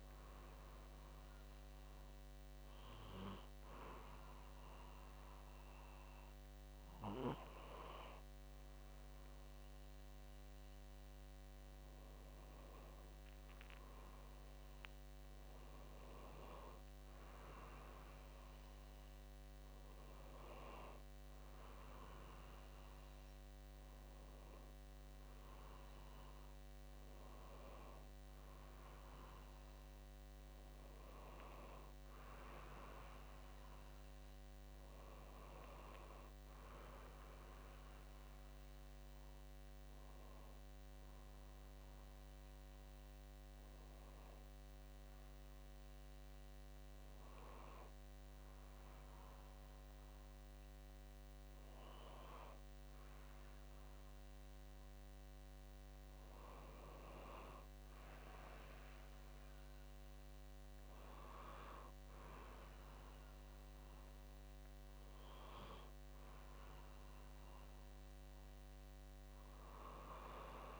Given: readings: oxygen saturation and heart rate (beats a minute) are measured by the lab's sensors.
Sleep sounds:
breathing in sleep by a microphone on the trachea; 1
31.50-36.00 s: arousal
39.00-54.50 s: hypopnea (oxygen 96% before, 95% lowest, heart rate 67 before, 64 extreme, up 2 after)
54.50-58.00 s: arousal
From the record:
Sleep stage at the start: N2 (light sleep); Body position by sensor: on the back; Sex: male

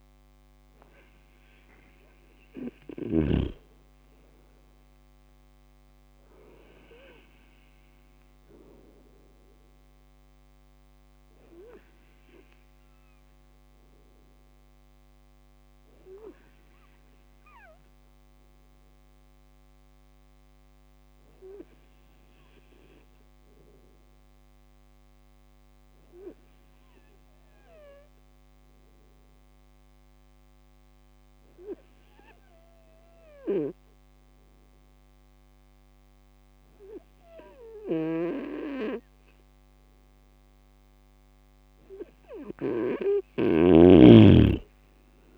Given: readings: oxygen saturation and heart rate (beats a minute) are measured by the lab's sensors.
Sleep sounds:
breathing in sleep by a microphone on the trachea; 1
15.50-40.00 s: hypopnea (oxygen 100% before, 96% lowest, heart rate 63 before, 58 extreme, up 0 after)
37.50-45.38 s: snoring (device-marked)
43.50-45.38 s: arousal
From the record:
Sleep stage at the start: N2 (light sleep); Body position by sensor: on the right side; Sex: male

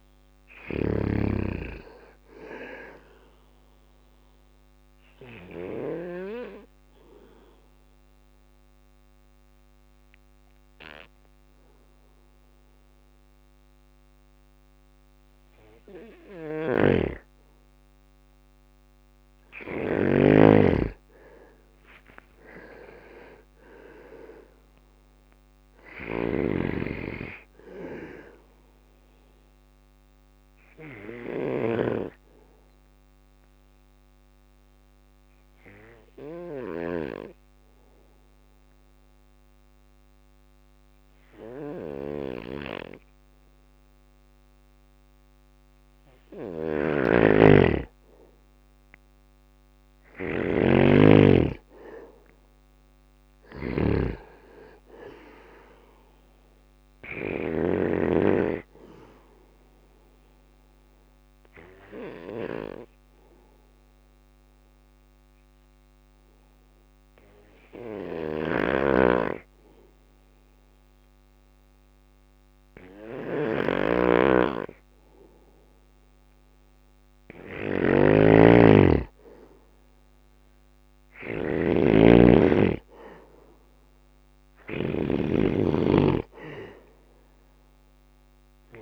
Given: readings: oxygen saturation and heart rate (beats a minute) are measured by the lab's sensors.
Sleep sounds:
breathing in sleep by a microphone on the trachea; 3
1.50-12.50 s: bradycardia (device-marked, heart rate 60 before, 57 extreme)
3.50-15.50 s: obstructive apnea (oxygen 97% before, 93% lowest, heart rate 60 before, 56 extreme, up 6 after)
15.00-30.50 s: snoring (device-marked)
17.50-20.50 s: arousal
25.50-44.50 s: bradycardia (device-marked, heart rate 60 before, 56 extreme)
30.50-45.00 s: obstructive apnea (oxygen 97% before, 93% lowest, heart rate 60 before, 57 extreme, up 4 after)
45.50-56.50 s: snoring (device-marked)
47.50-50.50 s: arousal
48.50-62.50 s: drop in pulse transit time (device-marked, heart rate 57 before, 58 extreme)
53.50-73.50 s: oxygen desaturation (device-marked, oxygen 98% before, 93% lowest, heart rate 58 before, 56 extreme)
55.50-74.50 s: bradycardia (device-marked, heart rate 60 before, 57 extreme)
58.50-73.00 s: obstructive apnea (oxygen 98% before, 93% lowest, heart rate 60 before, 56 extreme, up 4 after)
67.00-88.81 s: snoring (device-marked)
76.50-80.00 s: arousal
83.50-88.81 s: bradycardia (device-marked, heart rate 60 before, 56 extreme)
From the record:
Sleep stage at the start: N2 (light sleep); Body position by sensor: on the back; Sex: male

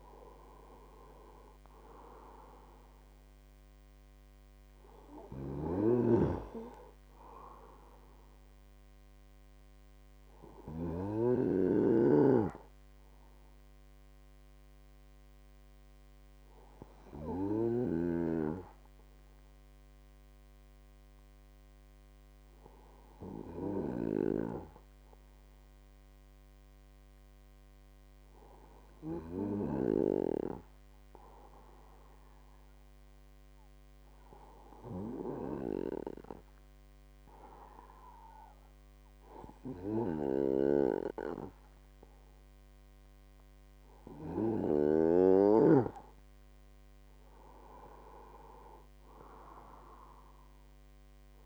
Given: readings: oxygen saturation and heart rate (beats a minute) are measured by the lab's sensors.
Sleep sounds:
breathing in sleep by a microphone on the trachea; 1
0.00-2.50 s: arousal
30.00-45.00 s: hypopnea (oxygen 98% before, 95% lowest, heart rate 52 before, 51 extreme)
46.50-50.00 s: arousal
From the record:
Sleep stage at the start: N2 (light sleep); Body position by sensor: on the right side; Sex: male

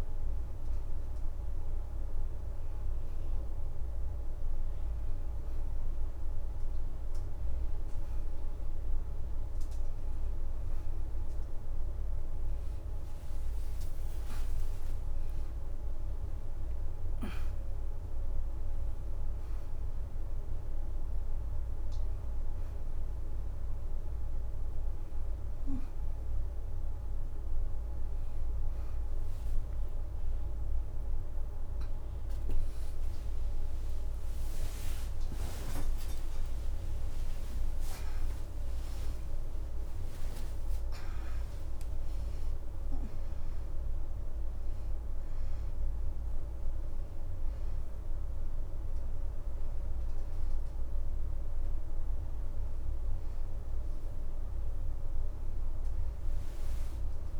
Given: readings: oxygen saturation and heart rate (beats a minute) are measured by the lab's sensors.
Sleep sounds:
a person awake in a sleep study, hard to hear, by a room microphone; none
37.00-57.40 s: new sleep stage, N1 (lightest sleep)
From the record:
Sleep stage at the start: awake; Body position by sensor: on the right side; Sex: female

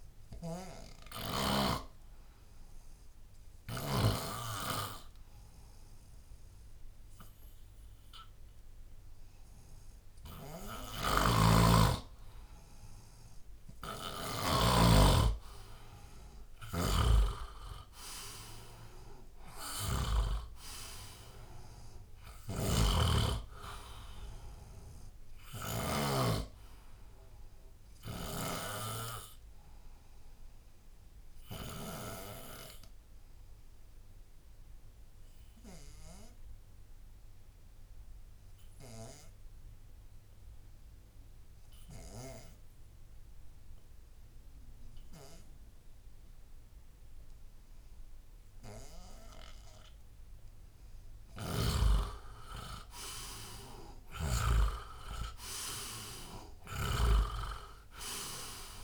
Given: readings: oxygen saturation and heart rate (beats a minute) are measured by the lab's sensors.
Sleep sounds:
breathing in sleep by a room microphone; 2
0.00-1.50 s: snoring (device-marked)
0.00-12.50 s: oxygen desaturation (device-marked, oxygen 90% lowest, heart rate 69 extreme)
0.50-12.50 s: hypopnea (oxygen 99% before, 89% lowest, heart rate 78 before, 69 extreme, up 5 after)
11.00-14.50 s: snoring (device-marked)
15.50-19.00 s: arousal
16.50-26.00 s: snoring (device-marked)
31.50-50.50 s: obstructive apnea (oxygen 94% before, 87% lowest, heart rate 76 before, 66 extreme, up 10 after)
50.50-58.84 s: oxygen desaturation (device-marked, oxygen 98% before, 87% lowest, heart rate 76 before, 48 extreme)
54.00-57.50 s: arousal
56.50-58.84 s: snoring (device-marked)
From the record:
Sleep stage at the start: N2 (light sleep); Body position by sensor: on the left side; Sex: male

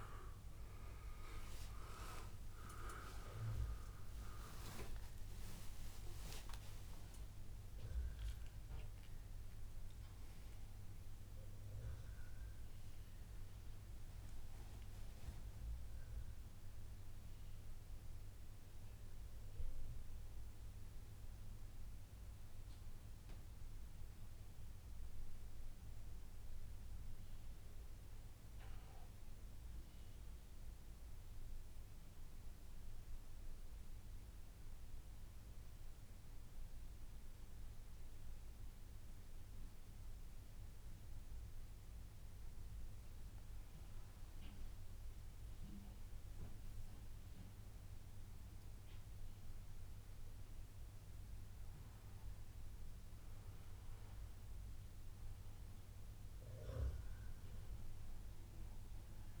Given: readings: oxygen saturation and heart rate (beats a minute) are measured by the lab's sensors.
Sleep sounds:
breathing in sleep by a room microphone; 1
0.00-5.50 s: arousal
0.00-9.00 s: oxygen desaturation (device-marked, oxygen 92% lowest, heart rate 109 extreme)
11.00-59.40 s: new sleep stage, N1 (lightest sleep)
16.50-41.50 s: central apnea (oxygen 97% before, 92% lowest, heart rate 133 before, 132 extreme, up 1 after)
45.00-50.00 s: arousal
From the record:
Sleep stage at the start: N2 (light sleep); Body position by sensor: on the back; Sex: male

